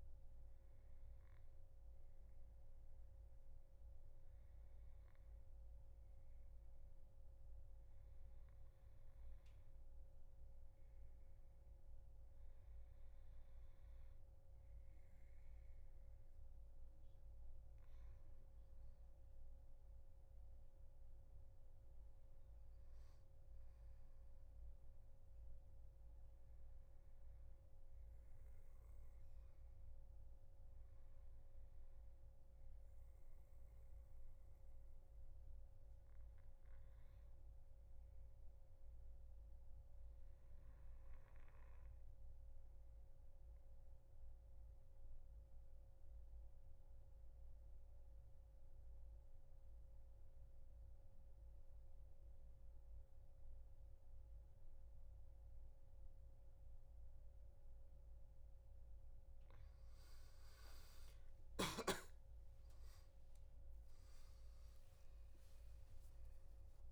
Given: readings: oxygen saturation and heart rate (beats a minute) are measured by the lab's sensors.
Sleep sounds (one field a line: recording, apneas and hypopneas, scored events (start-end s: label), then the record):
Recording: a person partly awake in a sleep study, hard to hear, by a room microphone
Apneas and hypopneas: 2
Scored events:
0.50-16.00 s: hypopnea (oxygen 97% before, 89% lowest, heart rate 79 before, 75 extreme, up 2 after)
19.50-24.00 s: arousal
39.00-58.50 s: obstructive apnea (oxygen 97% before, 89% lowest, heart rate 79 before, 77 extreme, up 21 after)
49.00-66.92 s: new sleep stage, awake
50.00-66.92 s: oxygen desaturation (device-marked, oxygen 97% before, 89% lowest, heart rate 78 before, 77 extreme)
64.00-66.92 s: tachycardia (device-marked, heart rate 81 before, 100 extreme)
64.50-66.50 s: long interval between heartbeats (device-marked, heart rate 79 before, 93 extreme)
From the record:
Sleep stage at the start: N2 (light sleep)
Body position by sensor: on the back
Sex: male